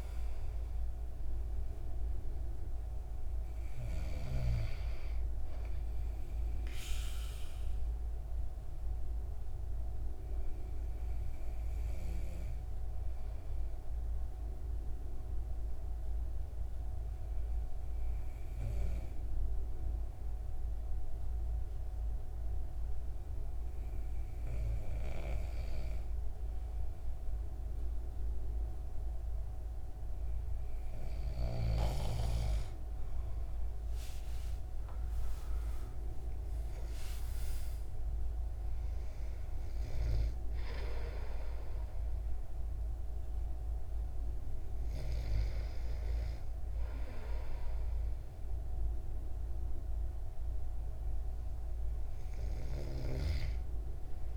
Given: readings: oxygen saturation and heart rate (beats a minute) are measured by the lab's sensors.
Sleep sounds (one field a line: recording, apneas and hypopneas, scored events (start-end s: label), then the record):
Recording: breathing in sleep by a room microphone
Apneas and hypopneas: 1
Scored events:
8.00-34.00 s: hypopnea (oxygen 97% before, 93% lowest, heart rate 80 before, 63 extreme, up 49 after)
34.50-38.50 s: arousal
36.50-52.50 s: oxygen desaturation (device-marked, oxygen 97% before, 93% lowest, heart rate 77 before, 63 extreme)
From the record:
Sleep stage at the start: N2 (light sleep)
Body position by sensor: on the back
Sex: male